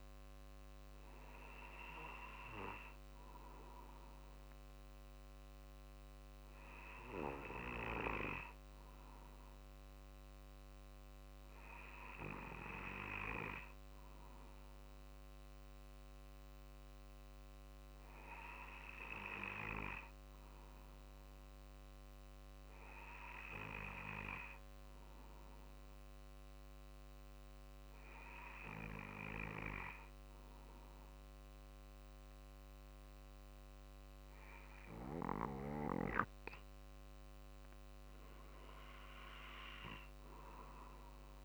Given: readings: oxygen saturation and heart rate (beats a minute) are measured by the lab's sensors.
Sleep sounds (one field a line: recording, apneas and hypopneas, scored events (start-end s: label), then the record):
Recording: breathing in sleep by a microphone on the trachea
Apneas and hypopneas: 1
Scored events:
0.00-2.50 s: drop in pulse transit time (device-marked, heart rate 46 extreme)
4.00-35.00 s: obstructive apnea (oxygen 96% before, 93% lowest, heart rate 48 before, 47 extreme, up 3 after)
38.00-41.44 s: arousal
From the record:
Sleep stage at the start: N2 (light sleep)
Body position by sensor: on the back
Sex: male